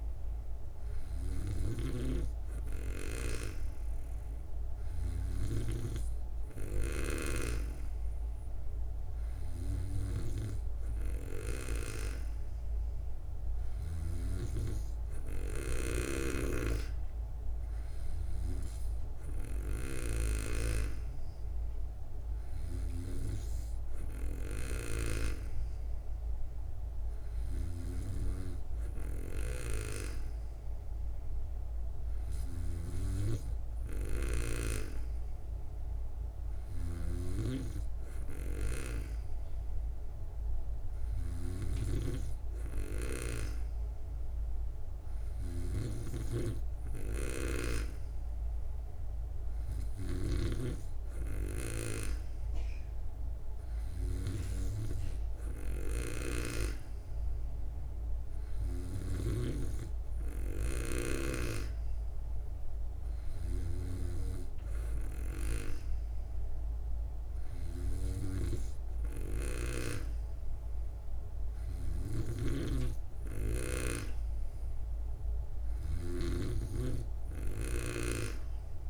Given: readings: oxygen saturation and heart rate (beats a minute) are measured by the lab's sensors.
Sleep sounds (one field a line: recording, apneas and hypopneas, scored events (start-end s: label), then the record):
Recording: breathing in sleep by a room microphone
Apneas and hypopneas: none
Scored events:
37.00-42.00 s: snoring (device-marked)
50.00-61.00 s: snoring (device-marked)
72.50-78.90 s: snoring (device-marked)
From the record:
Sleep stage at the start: N2 (light sleep)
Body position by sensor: on the back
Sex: female